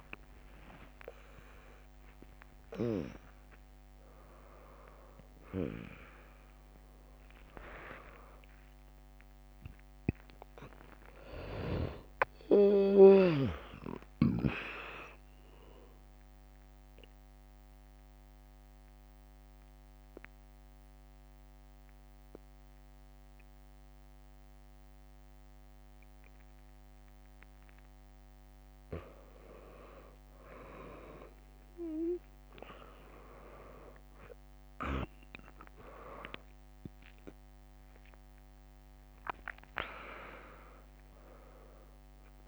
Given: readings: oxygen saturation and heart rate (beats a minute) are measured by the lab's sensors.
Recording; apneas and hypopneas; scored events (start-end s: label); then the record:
breathing in sleep by a microphone on the trachea; 1
0.00-1.50 s: long interval between heartbeats (device-marked, heart rate 130 extreme)
0.00-2.50 s: drop in pulse transit time (device-marked, heart rate 67 extreme)
0.00-4.50 s: tachycardia (device-marked, heart rate 137 extreme)
1.50-3.50 s: long interval between heartbeats (device-marked, heart rate 88 before, 124 extreme)
12.50-24.50 s: drop in pulse transit time (device-marked, heart rate 110 before, 75 extreme)
15.00-27.50 s: central apnea (oxygen 99% before, 95% lowest, heart rate 110 before, 59 extreme)
27.50-29.50 s: bradycardia (device-marked, heart rate 80 before, 64 extreme)
32.00-37.50 s: arousal
39.50-42.48 s: drop in pulse transit time (device-marked, heart rate 69 before, 78 extreme)
40.50-42.48 s: oxygen desaturation (device-marked, oxygen 100% before, 96% lowest, heart rate 68 before, 58 extreme)
From the record:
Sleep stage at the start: N1 (lightest sleep); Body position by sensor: on the left side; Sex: female